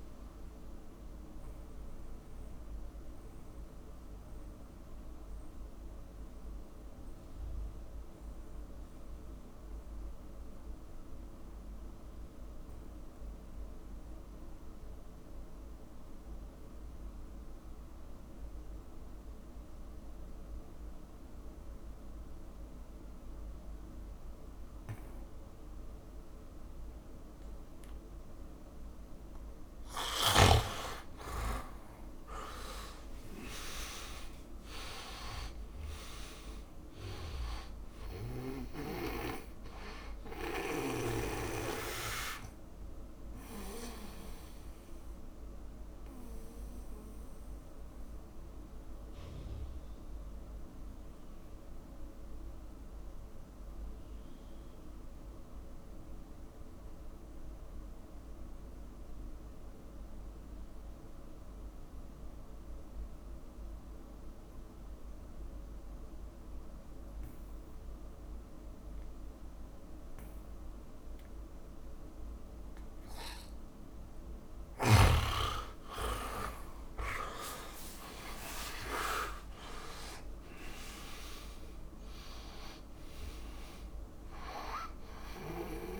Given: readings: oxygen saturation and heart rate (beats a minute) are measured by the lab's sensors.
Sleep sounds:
breathing in sleep by a room microphone; 2
0.00-16.00 s: oxygen desaturation (device-marked, oxygen 86% lowest, heart rate 53 extreme)
1.00-29.50 s: mixed apnea (oxygen 100% before, 84% lowest, heart rate 65 before, 53 extreme, up 17 after)
31.50-35.00 s: arousal
33.00-60.00 s: oxygen desaturation (device-marked, oxygen 100% before, 84% lowest, heart rate 60 before, 52 extreme)
45.00-73.00 s: mixed apnea (oxygen 100% before, 83% lowest, heart rate 64 before, 52 extreme, up 26 after)
68.00-86.00 s: oxygen desaturation (device-marked, oxygen 100% before, 83% lowest, heart rate 64 before, 52 extreme)
76.00-80.00 s: arousal
From the record:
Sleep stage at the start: N2 (light sleep); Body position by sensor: on the back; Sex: male

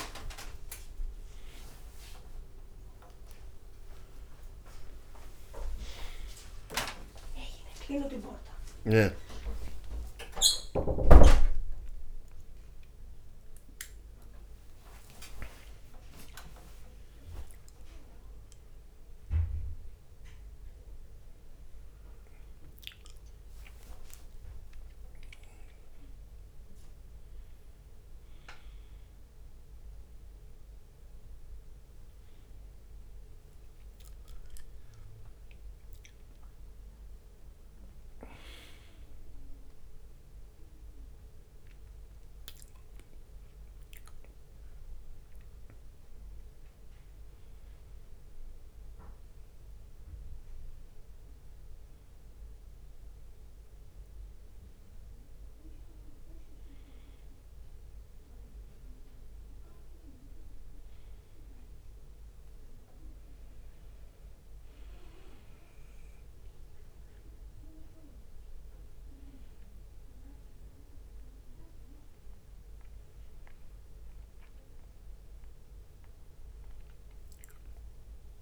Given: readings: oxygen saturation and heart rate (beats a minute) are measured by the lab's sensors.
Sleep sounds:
a person awake in a sleep study, by a room microphone; none
0.00-5.50 s: tachycardia (device-marked, heart rate 130 extreme)
0.50-2.50 s: long interval between heartbeats (device-marked, heart rate 65 before, 74 extreme)
1.50-8.50 s: drop in pulse transit time (device-marked, heart rate 64 before, 87 extreme)
2.50-4.50 s: long interval between heartbeats (device-marked, heart rate 65 before, 102 extreme)
4.50-6.50 s: long interval between heartbeats (device-marked, heart rate 69 before, 130 extreme)
11.50-17.50 s: tachycardia (device-marked, heart rate 69 before, 136 extreme)
13.50-15.50 s: long interval between heartbeats (device-marked, heart rate 88 before, 93 extreme)
16.00-18.00 s: long interval between heartbeats (device-marked, heart rate 91 before, 124 extreme)
20.50-27.50 s: leg movement (device-marked)
24.50-26.50 s: long interval between heartbeats (device-marked, heart rate 102 before, 80 extreme)
28.50-31.50 s: leg movement (device-marked)
32.50-35.00 s: leg movement (device-marked)
33.00-35.00 s: long interval between heartbeats (device-marked, heart rate 90 before, 74 extreme)
41.00-45.50 s: leg movement (device-marked)
46.50-51.00 s: leg movement (device-marked)
51.50-56.00 s: leg movement (device-marked)
56.50-62.00 s: leg movement (device-marked)
62.00-66.00 s: leg movement (device-marked)
67.00-71.00 s: leg movement (device-marked)
71.00-75.00 s: leg movement (device-marked)
75.50-78.42 s: leg movement (device-marked)
From the record:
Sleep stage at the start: awake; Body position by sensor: on the back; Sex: male

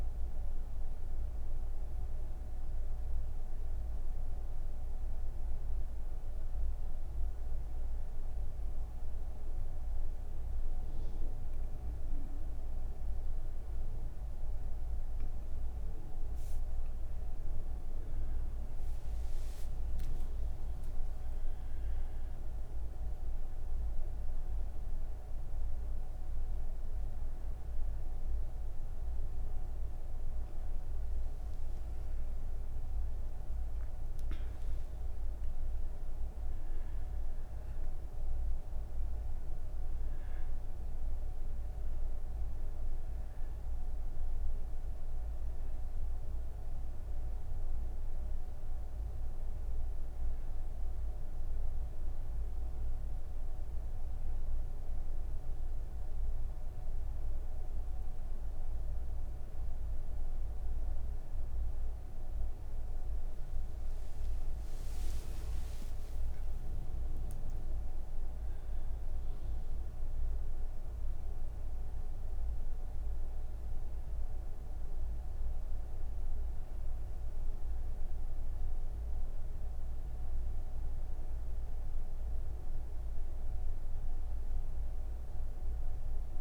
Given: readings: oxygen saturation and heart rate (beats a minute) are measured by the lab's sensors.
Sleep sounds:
breathing in sleep, hard to hear, by a room microphone; none
44.00-67.00 s: oxygen desaturation (device-marked, oxygen 97% before, 92% lowest)
From the record:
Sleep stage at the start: N3 (deep sleep); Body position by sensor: on the back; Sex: female

